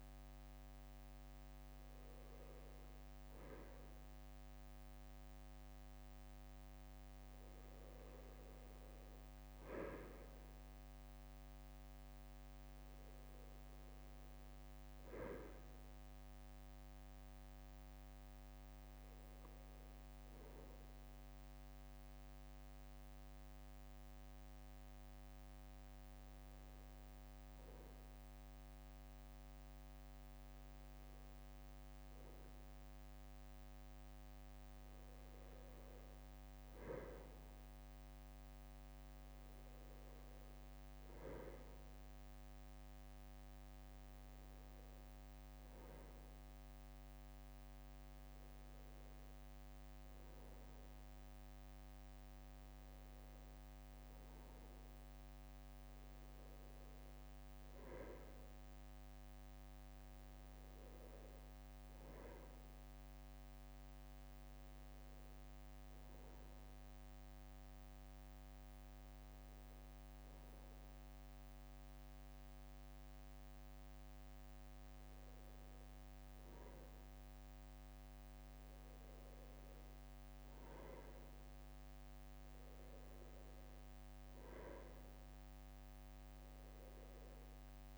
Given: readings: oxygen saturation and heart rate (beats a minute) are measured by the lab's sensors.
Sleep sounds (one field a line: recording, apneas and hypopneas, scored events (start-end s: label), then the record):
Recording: breathing in sleep, hard to hear, by a microphone on the trachea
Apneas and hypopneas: 2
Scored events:
19.00-33.00 s: hypopnea (oxygen 98% before, 95% lowest, heart rate 63 before, 62 extreme, up 2 after)
35.50-39.50 s: arousal
45.50-50.50 s: leg movement (device-marked)
64.00-75.00 s: hypopnea (oxygen 97% before, 95% lowest, heart rate 67 before, 65 extreme, up 3 after)
77.50-82.00 s: arousal
From the record:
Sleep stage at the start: N1 (lightest sleep)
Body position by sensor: on the right side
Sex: male